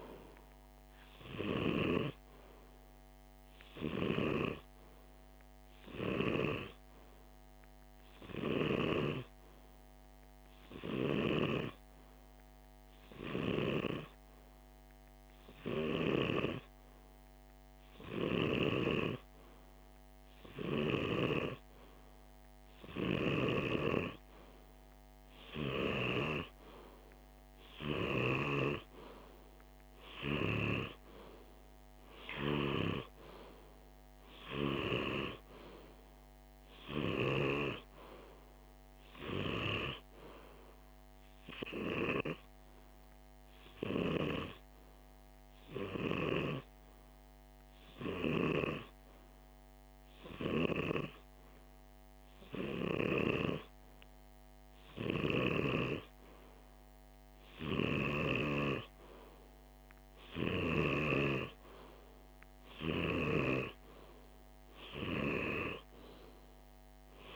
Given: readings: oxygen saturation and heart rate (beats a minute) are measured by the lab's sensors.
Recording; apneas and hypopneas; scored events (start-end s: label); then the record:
breathing in sleep by a microphone on the trachea; 2
5.00-21.00 s: hypopnea (oxygen 96% before, 93% lowest, heart rate 49 before, 48 extreme, up 1 after)
23.50-28.50 s: arousal
41.00-55.50 s: hypopnea (oxygen 96% before, 93% lowest, heart rate 49 before, 49 extreme, up 0 after)
57.50-61.00 s: arousal
From the record:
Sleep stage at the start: N2 (light sleep); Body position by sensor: on the left side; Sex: male